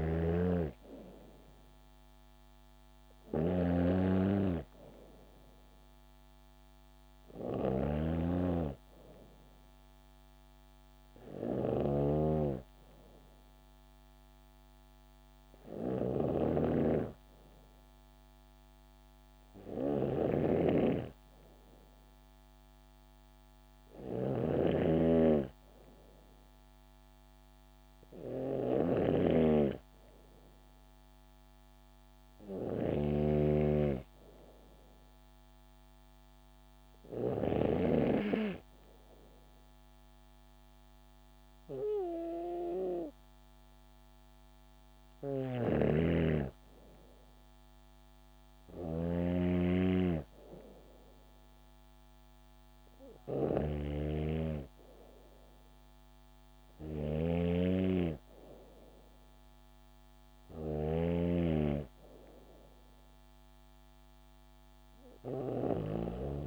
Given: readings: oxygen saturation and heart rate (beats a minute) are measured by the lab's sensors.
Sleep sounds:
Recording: breathing in sleep by a microphone on the trachea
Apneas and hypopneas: none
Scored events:
0.00-1.50 s: arousal
0.00-28.50 s: snoring (device-marked)
0.50-15.50 s: oxygen desaturation (device-marked, oxygen 97% before, 93% lowest, heart rate 69 before, 64 extreme)
44.50-66.47 s: snoring (device-marked)
From the record:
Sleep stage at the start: N2 (light sleep)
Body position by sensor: on the back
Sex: female

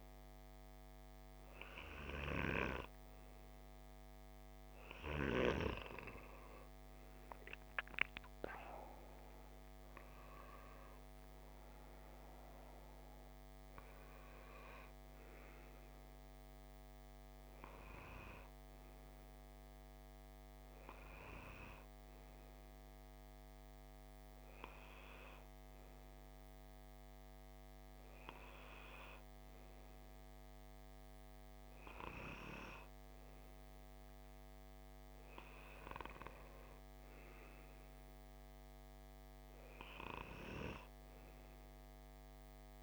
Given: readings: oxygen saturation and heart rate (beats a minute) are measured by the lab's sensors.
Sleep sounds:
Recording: breathing in sleep by a microphone on the trachea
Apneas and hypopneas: none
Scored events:
none scored
From the record:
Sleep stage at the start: N2 (light sleep)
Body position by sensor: on the left side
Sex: male

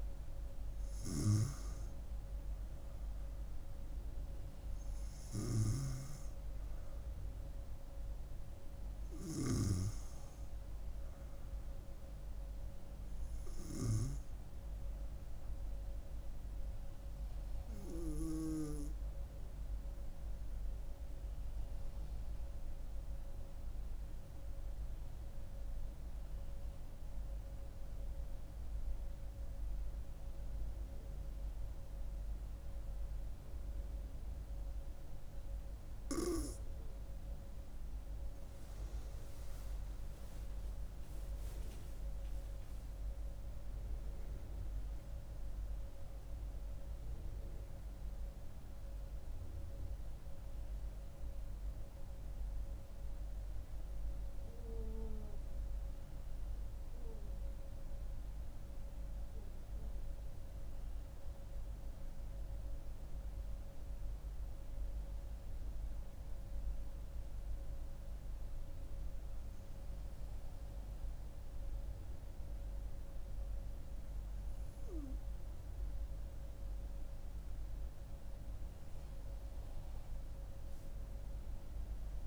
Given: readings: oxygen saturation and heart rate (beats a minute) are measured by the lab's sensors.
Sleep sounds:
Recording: breathing in sleep by a room microphone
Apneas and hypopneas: 1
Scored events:
18.00-37.50 s: obstructive apnea (oxygen 98% before, 93% lowest, heart rate 68 before, 63 extreme, up 14 after)
35.00-61.00 s: oxygen desaturation (device-marked, oxygen 96% before, 93% lowest, heart rate 64 before, 66 extreme)
40.50-45.50 s: arousal
From the record:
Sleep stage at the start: N2 (light sleep)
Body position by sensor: on the front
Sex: female

